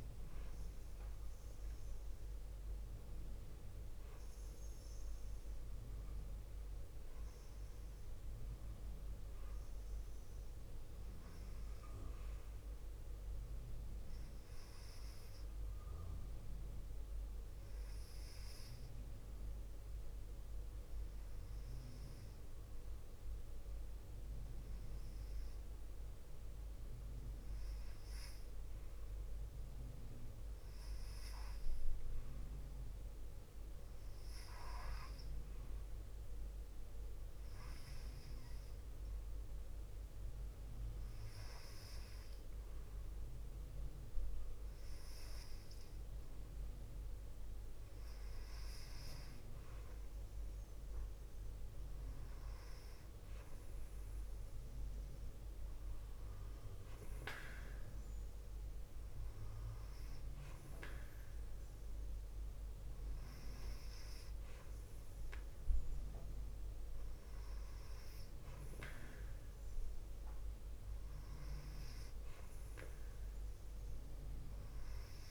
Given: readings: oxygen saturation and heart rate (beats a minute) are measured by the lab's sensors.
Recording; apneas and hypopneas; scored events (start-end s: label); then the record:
breathing in sleep, hard to hear, by a room microphone; none
none scored
From the record:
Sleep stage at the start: N2 (light sleep); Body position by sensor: on the left side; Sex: female